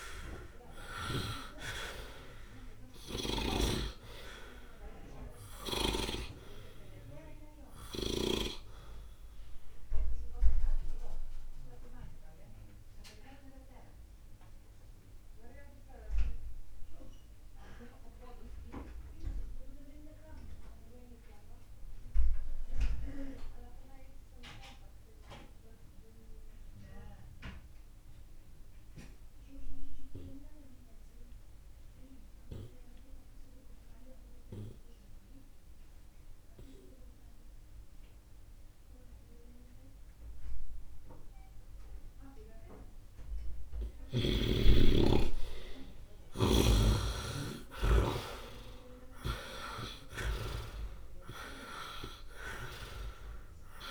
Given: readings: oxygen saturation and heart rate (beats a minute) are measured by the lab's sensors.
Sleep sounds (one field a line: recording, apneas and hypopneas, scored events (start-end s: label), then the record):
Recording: breathing in sleep by a room microphone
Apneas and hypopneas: 1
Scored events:
0.00-1.50 s: snoring (device-marked)
0.00-2.50 s: oxygen desaturation (device-marked, oxygen 91% lowest, heart rate 54 extreme)
3.50-8.50 s: snoring (device-marked)
4.50-28.50 s: oxygen desaturation (device-marked, oxygen 93% before, 69% lowest, heart rate 58 before, 47 extreme)
9.00-42.00 s: obstructive apnea (oxygen 99% before, 66% lowest, heart rate 59 before, 47 extreme, up 6 after)
44.50-48.50 s: arousal
45.50-53.91 s: oxygen desaturation (device-marked, oxygen 96% before, 66% lowest, heart rate 57 before, 56 extreme)
46.50-50.50 s: snoring (device-marked)
From the record:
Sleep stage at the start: N2 (light sleep)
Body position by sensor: on the right side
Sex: male